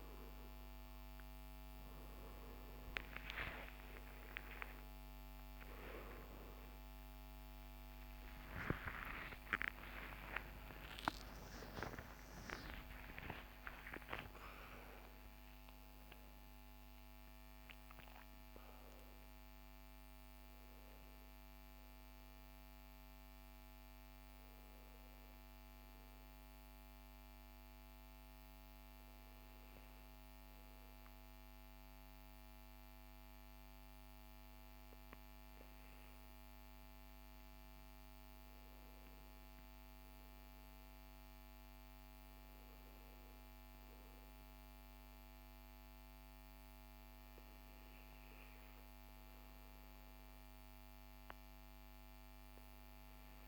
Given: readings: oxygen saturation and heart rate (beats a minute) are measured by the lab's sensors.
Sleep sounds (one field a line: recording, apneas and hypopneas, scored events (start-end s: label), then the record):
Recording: breathing in sleep by a microphone on the trachea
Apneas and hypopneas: none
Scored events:
2.50-8.50 s: arousal
From the record:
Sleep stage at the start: N2 (light sleep)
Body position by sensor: on the back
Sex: male